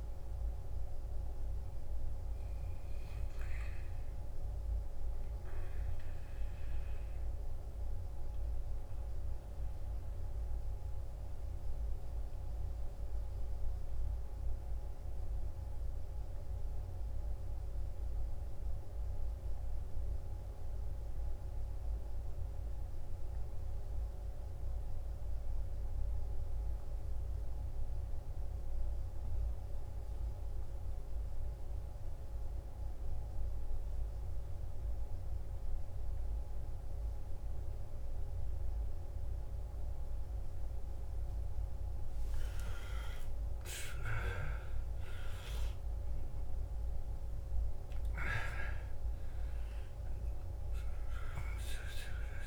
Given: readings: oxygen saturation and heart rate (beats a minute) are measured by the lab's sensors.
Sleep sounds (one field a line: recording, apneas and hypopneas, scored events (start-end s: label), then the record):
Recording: breathing in sleep, hard to hear, by a room microphone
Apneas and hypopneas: 1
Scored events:
5.00-41.50 s: mixed apnea (oxygen 93% before, 87% lowest, heart rate 63 before, 55 extreme, up 13 after)
31.00-52.47 s: oxygen desaturation (device-marked, oxygen 97% before, 88% lowest, heart rate 56 before, 53 extreme)
36.00-52.47 s: new sleep stage, N1 (lightest sleep)
42.50-48.50 s: arousal
From the record:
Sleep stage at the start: N2 (light sleep)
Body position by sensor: on the left side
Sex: male